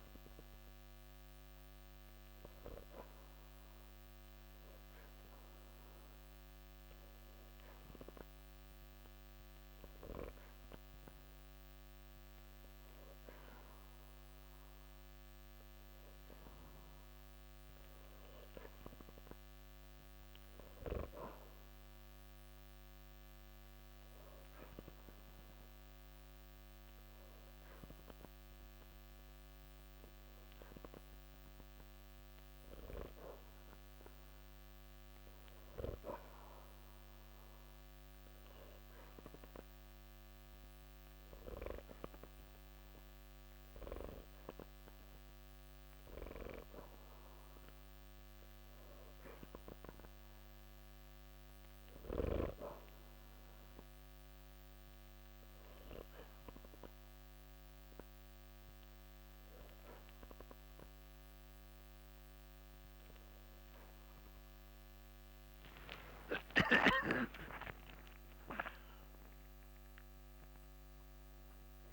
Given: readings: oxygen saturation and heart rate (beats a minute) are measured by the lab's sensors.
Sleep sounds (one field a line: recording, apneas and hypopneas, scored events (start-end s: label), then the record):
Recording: breathing in sleep by a microphone on the trachea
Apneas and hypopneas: none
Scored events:
0.00-5.00 s: oxygen desaturation (device-marked, oxygen 89% lowest, heart rate 54 extreme)
66.00-71.50 s: arousal
From the record:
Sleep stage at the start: N2 (light sleep)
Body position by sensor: on the back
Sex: male